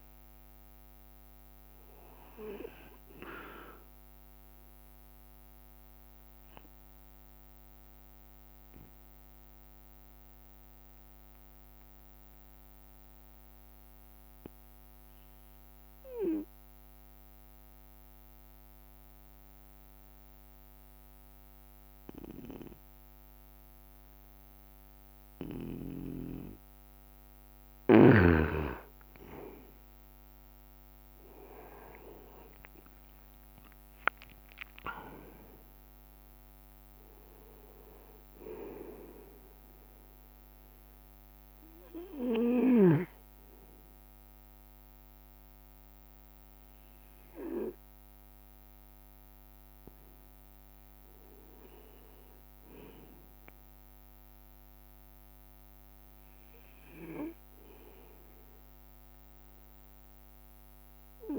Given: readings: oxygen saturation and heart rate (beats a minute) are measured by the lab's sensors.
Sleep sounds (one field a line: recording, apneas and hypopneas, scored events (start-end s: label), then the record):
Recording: breathing in sleep by a microphone on the trachea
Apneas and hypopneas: 1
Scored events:
0.00-1.50 s: drop in pulse transit time (device-marked, heart rate 67 extreme)
0.00-13.50 s: oxygen desaturation (device-marked, oxygen 91% lowest, heart rate 65 extreme)
6.00-28.00 s: obstructive apnea (oxygen 97% before, 91% lowest, heart rate 67 before, 65 extreme, up 6 after)
14.00-16.50 s: leg movement (device-marked)
17.00-19.00 s: long interval between heartbeats (device-marked, heart rate 67 before, 87 extreme)
27.00-31.50 s: leg movement (device-marked)
31.50-43.50 s: drop in pulse transit time (device-marked, heart rate 74 before, 65 extreme)
32.50-43.00 s: leg movement (device-marked)
33.00-38.00 s: arousal
35.50-55.50 s: oxygen desaturation (device-marked, oxygen 98% before, 94% lowest, heart rate 74 before, 61 extreme)
48.50-49.50 s: leg movement (device-marked)
From the record:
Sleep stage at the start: N2 (light sleep)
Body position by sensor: on the right side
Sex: male